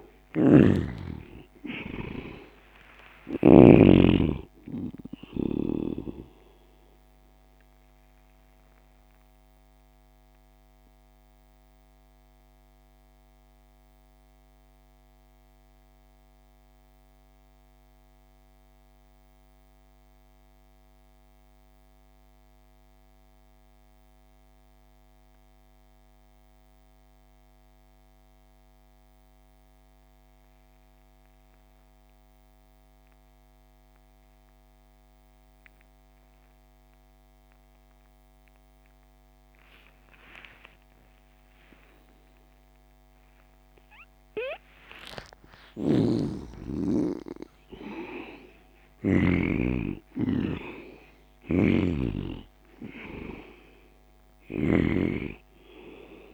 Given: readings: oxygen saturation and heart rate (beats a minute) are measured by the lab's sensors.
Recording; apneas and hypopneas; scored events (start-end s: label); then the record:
breathing in sleep by a microphone on the trachea; 1
0.00-3.00 s: snoring (device-marked)
0.00-23.50 s: oxygen desaturation (device-marked, oxygen 71% lowest)
9.00-45.00 s: mixed apnea (oxygen 97% before, 71% lowest)
38.50-56.34 s: oxygen desaturation (device-marked, oxygen 98% before, 77% lowest)
45.00-49.00 s: snoring (device-marked)
46.00-51.00 s: arousal
51.00-54.50 s: snoring (device-marked)
From the record:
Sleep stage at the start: N2 (light sleep); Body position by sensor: on the back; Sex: male